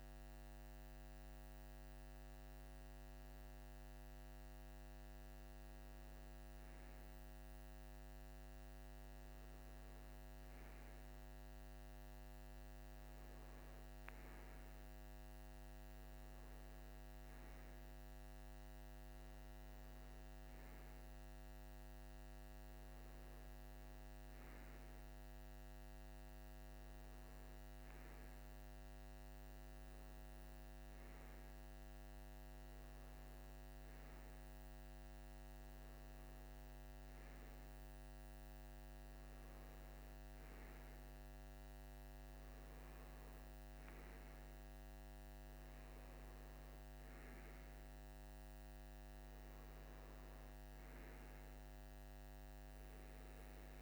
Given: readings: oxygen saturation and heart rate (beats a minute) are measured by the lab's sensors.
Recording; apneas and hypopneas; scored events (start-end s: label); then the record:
breathing in sleep, hard to hear, by a microphone on the trachea; none
none scored
From the record:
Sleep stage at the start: N2 (light sleep); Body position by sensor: on the right side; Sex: male